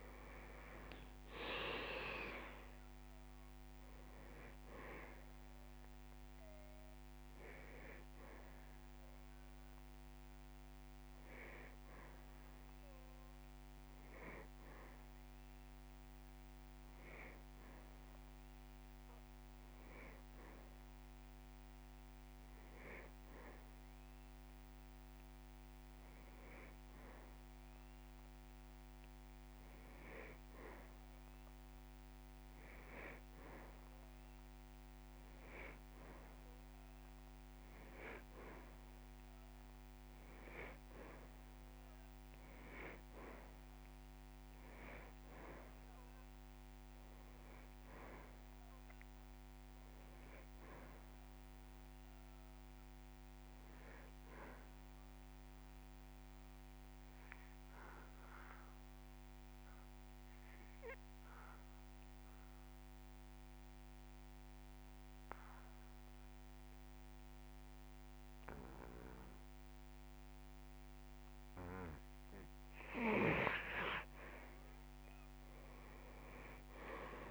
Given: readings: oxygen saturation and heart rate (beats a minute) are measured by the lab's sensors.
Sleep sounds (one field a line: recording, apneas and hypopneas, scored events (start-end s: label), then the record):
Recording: breathing in sleep by a microphone on the trachea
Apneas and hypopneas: 2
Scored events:
0.00-16.00 s: oxygen desaturation (device-marked, oxygen 92% lowest)
11.50-24.50 s: hypopnea (oxygen 97% before, 87% lowest)
21.00-38.00 s: oxygen desaturation (device-marked, oxygen 93% before, 87% lowest)
27.50-31.50 s: arousal
47.00-49.00 s: long interval between heartbeats (device-marked)
55.50-72.50 s: obstructive apnea (oxygen 98% before, 88% lowest)
70.00-72.00 s: long interval between heartbeats (device-marked)
76.00-77.31 s: arousal
From the record:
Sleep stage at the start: N2 (light sleep)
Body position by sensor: on the back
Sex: male